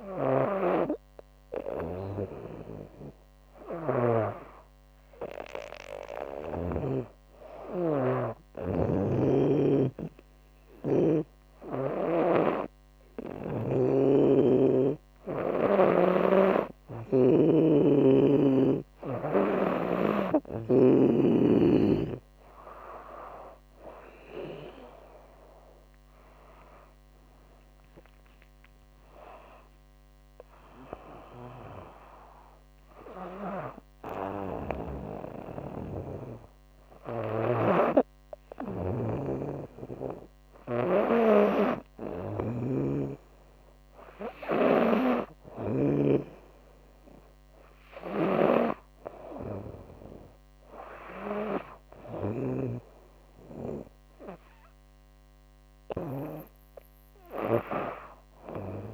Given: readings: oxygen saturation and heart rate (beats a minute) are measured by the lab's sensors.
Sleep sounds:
breathing in sleep by a microphone on the trachea; 1
0.00-6.00 s: snoring (device-marked)
7.50-18.50 s: hypopnea (oxygen 97% before, 95% lowest, heart rate 81 before, 76 extreme, up 7 after)
13.00-16.50 s: snoring (device-marked)
22.50-26.00 s: arousal
36.00-40.00 s: snoring (device-marked)
47.00-58.94 s: snoring (device-marked)
From the record:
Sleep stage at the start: N2 (light sleep); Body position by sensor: on the back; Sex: female

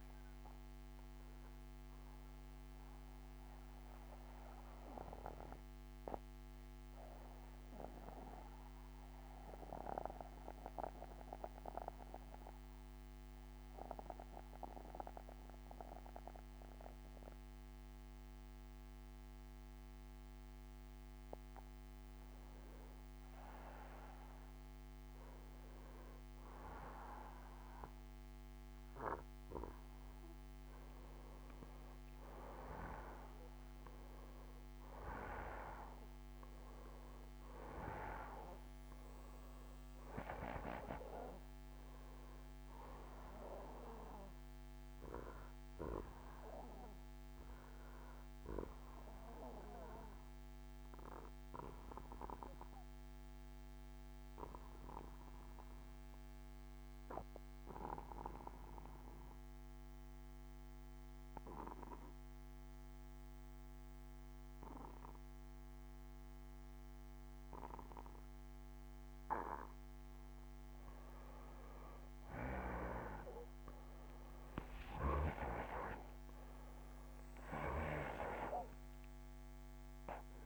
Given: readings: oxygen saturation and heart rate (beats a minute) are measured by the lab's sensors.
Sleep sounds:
breathing in sleep by a microphone on the trachea; 2
2.00-20.50 s: mixed apnea (oxygen 96% before, 88% lowest, heart rate 68 before, 61 extreme, up 2 after)
21.00-51.00 s: oxygen desaturation (device-marked, oxygen 96% before, 89% lowest, heart rate 62 before, 52 extreme)
22.50-28.00 s: arousal
50.00-67.50 s: obstructive apnea (oxygen 95% before, 86% lowest, heart rate 66 before, 52 extreme, up 13 after)
51.00-58.00 s: bradycardia (device-marked, heart rate 64 before, 52 extreme)
70.00-75.00 s: arousal
70.00-80.46 s: oxygen desaturation (device-marked, oxygen 94% before, 86% lowest, heart rate 58 before, 59 extreme)
From the record:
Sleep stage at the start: N2 (light sleep); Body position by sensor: on the back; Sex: male

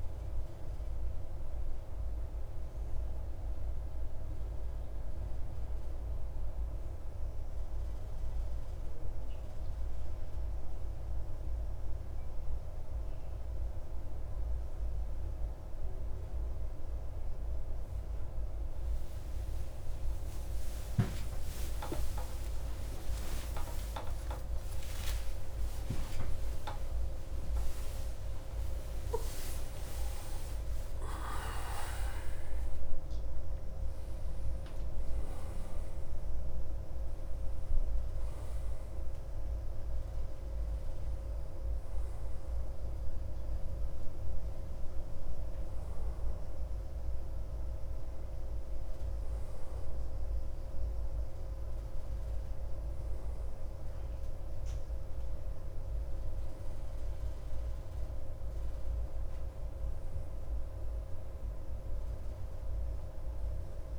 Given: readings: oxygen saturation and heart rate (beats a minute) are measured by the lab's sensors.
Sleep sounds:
a person awake in a sleep study, by a room microphone; none
51.50-63.99 s: new sleep stage, N1 (lightest sleep)
From the record:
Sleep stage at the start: awake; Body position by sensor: on the back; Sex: male

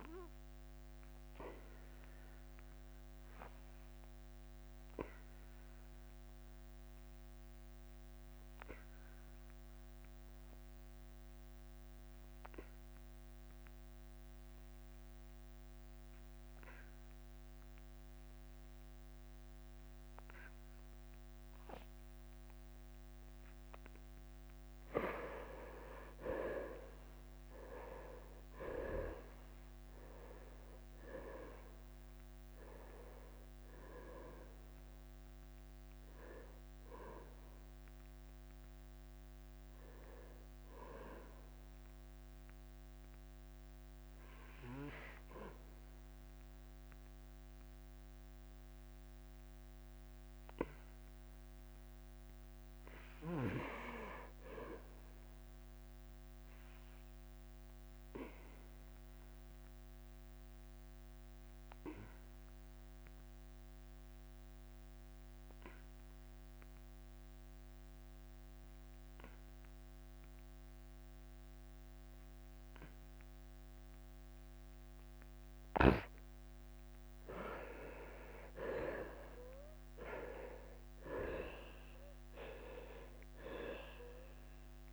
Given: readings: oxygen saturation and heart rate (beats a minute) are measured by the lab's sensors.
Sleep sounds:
breathing in sleep by a microphone on the trachea; 3
0.00-1.00 s: arousal
0.00-4.50 s: oxygen desaturation (device-marked, oxygen 56% lowest, heart rate 86 extreme)
5.00-24.00 s: obstructive apnea (oxygen 85% before, 82% lowest, heart rate 93 before, 86 extreme, up 8 after)
13.50-32.50 s: oxygen desaturation (device-marked, oxygen 96% before, 84% lowest, heart rate 91 before, 88 extreme)
23.50-42.50 s: drop in pulse transit time (device-marked, heart rate 88 before, 89 extreme)
27.50-31.50 s: arousal
37.50-51.00 s: hypopnea (oxygen 96% before, 80% lowest, heart rate 91 before, 83 extreme, up 1 after)
53.00-56.50 s: arousal
54.50-62.50 s: oxygen desaturation (device-marked, oxygen 91% before, 82% lowest, heart rate 92 before, 83 extreme)
59.50-77.00 s: obstructive apnea (oxygen 91% before, 80% lowest, heart rate 92 before, 83 extreme, up 8 after)
75.50-84.93 s: oxygen desaturation (device-marked, oxygen 97% before, 80% lowest, heart rate 87 before, 83 extreme)
77.50-84.93 s: drop in pulse transit time (device-marked, heart rate 86 before, 87 extreme)
79.00-84.00 s: arousal
From the record:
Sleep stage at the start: N2 (light sleep); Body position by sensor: on the back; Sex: male

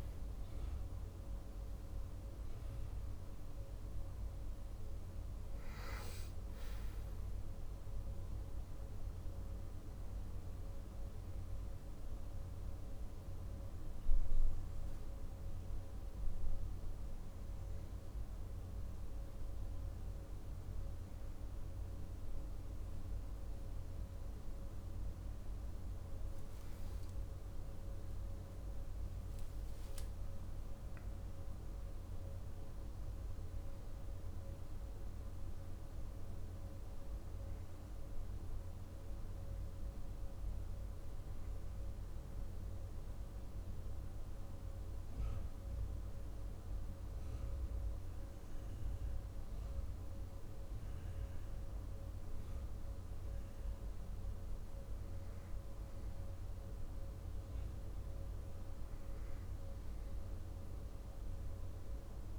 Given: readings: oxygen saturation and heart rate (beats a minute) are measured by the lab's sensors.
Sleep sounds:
breathing in sleep, hard to hear, by a room microphone; 2
0.00-2.50 s: arousal
11.50-22.00 s: hypopnea (oxygen 96% before, 95% lowest, heart rate 56 before, 49 extreme, up 9 after)
26.50-31.50 s: arousal
36.50-47.50 s: hypopnea (oxygen 98% before, 96% lowest, heart rate 57 before, 47 extreme, up 7 after)
48.50-53.50 s: arousal
From the record:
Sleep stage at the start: N2 (light sleep); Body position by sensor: on the back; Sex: male

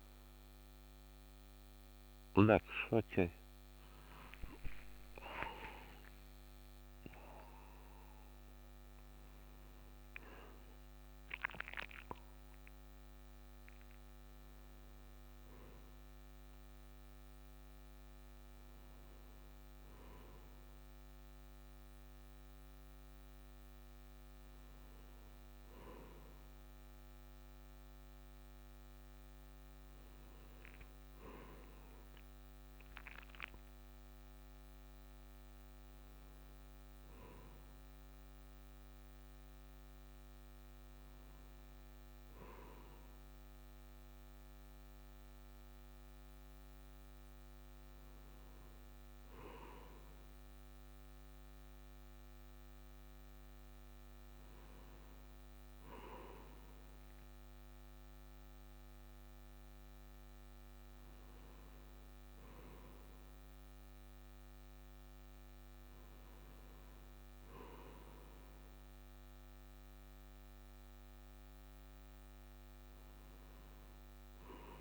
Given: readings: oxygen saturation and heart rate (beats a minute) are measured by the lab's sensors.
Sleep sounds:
a person awake in a sleep study, by a microphone on the trachea; none
43.50-74.81 s: new sleep stage, N1 (lightest sleep)
From the record:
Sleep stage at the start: awake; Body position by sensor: on the right side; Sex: male

